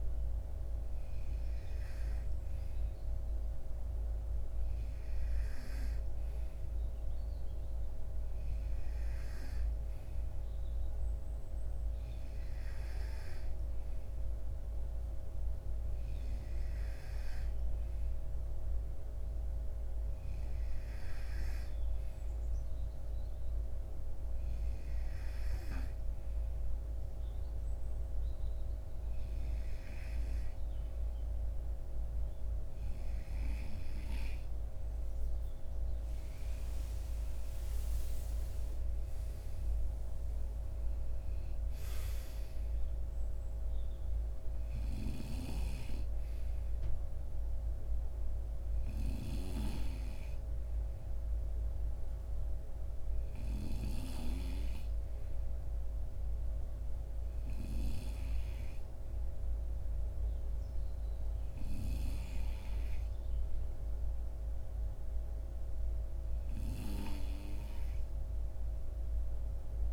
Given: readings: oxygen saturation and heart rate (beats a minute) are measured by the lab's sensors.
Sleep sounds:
breathing in sleep by a room microphone; none
none scored
From the record:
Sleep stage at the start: N2 (light sleep); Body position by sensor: on the right side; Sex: male

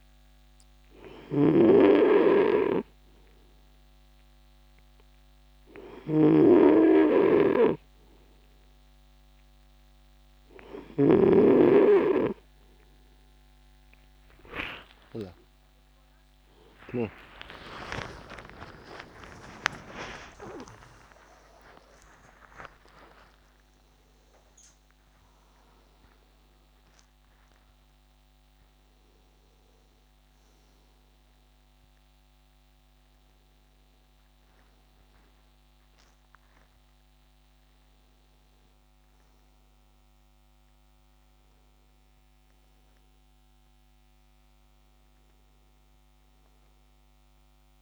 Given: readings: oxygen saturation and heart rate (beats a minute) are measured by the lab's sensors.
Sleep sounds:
breathing in sleep by a microphone on the trachea; none
15.50-22.50 s: arousal
From the record:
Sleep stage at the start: N2 (light sleep); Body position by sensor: on the back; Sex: male

